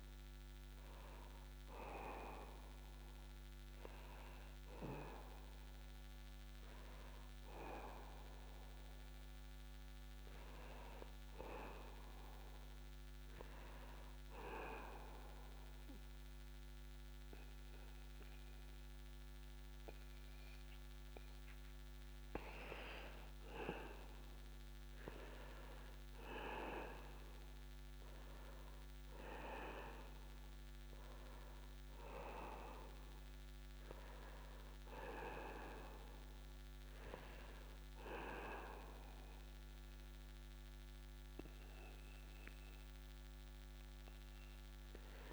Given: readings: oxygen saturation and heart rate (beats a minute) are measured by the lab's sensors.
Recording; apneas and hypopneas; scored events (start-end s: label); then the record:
breathing in sleep by a microphone on the trachea; 1
15.00-26.00 s: obstructive apnea (oxygen 96% before, 90% lowest, heart rate 72 before, 67 extreme, up 0 after)
24.50-45.33 s: oxygen desaturation (device-marked, oxygen 96% before, 90% lowest, heart rate 70 before, 67 extreme)
27.50-31.00 s: arousal
From the record:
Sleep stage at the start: N2 (light sleep); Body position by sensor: on the back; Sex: male